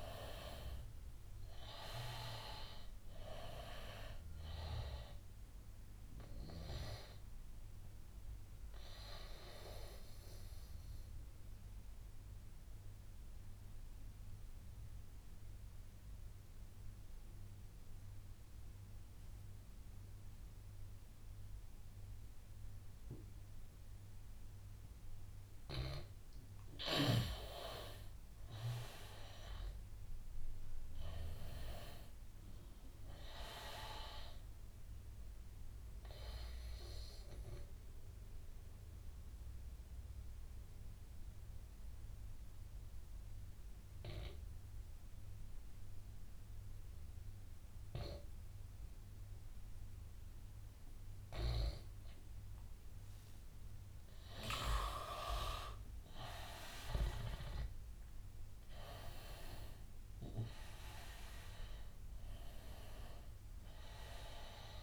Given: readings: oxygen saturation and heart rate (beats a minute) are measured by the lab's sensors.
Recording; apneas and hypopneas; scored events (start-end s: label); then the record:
breathing in sleep by a room microphone; 2
0.00-1.00 s: arousal
0.00-18.00 s: oxygen desaturation (device-marked, oxygen 88% lowest, heart rate 81 extreme)
7.50-26.00 s: obstructive apnea (oxygen 99% before, 86% lowest, heart rate 89 before, 81 extreme, up 7 after)
27.50-31.00 s: arousal
31.00-48.00 s: oxygen desaturation (device-marked, oxygen 98% before, 89% lowest, heart rate 86 before, 81 extreme)
35.50-52.50 s: obstructive apnea (oxygen 98% before, 85% lowest, heart rate 88 before, 81 extreme, up 6 after)
55.00-58.50 s: arousal
59.00-64.83 s: oxygen desaturation (device-marked, oxygen 97% before, 86% lowest, heart rate 88 before, 81 extreme)
From the record:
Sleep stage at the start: N2 (light sleep); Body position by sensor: on the right side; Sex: male